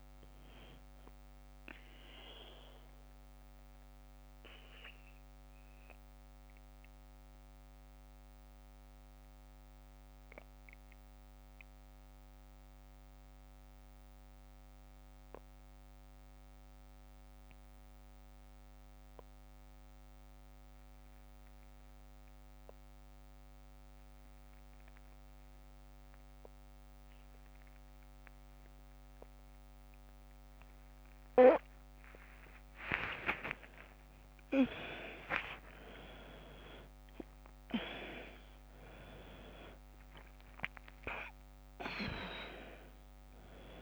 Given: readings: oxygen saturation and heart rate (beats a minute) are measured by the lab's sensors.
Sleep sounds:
breathing in sleep by a microphone on the trachea; 1
0.00-12.50 s: oxygen desaturation (device-marked, oxygen 88% lowest, heart rate 47 extreme)
3.00-31.00 s: mixed apnea (oxygen 99% before, 88% lowest, heart rate 57 before, 47 extreme, up 8 after)
29.50-43.82 s: oxygen desaturation (device-marked, oxygen 100% before, 88% lowest, heart rate 51 before, 46 extreme)
32.50-37.50 s: arousal
From the record:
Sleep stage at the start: N2 (light sleep); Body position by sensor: on the back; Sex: female

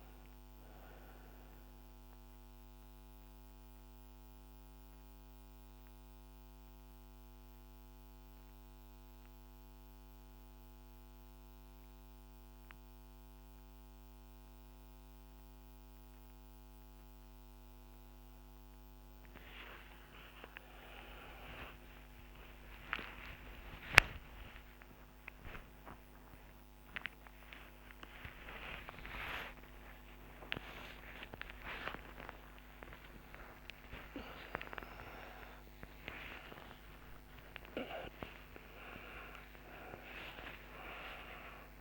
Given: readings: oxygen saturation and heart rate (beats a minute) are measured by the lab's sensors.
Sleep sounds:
a person awake in a sleep study, by a microphone on the trachea; 1
5.00-17.00 s: hypopnea (oxygen 99% before, 96% lowest, heart rate 70 before, 69 extreme)
19.50-41.81 s: new sleep stage, awake
21.50-32.50 s: oxygen desaturation (device-marked, oxygen 99% before, 96% lowest, heart rate 72 before, 79 extreme)
From the record:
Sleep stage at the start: N1 (lightest sleep); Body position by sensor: on the back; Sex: female

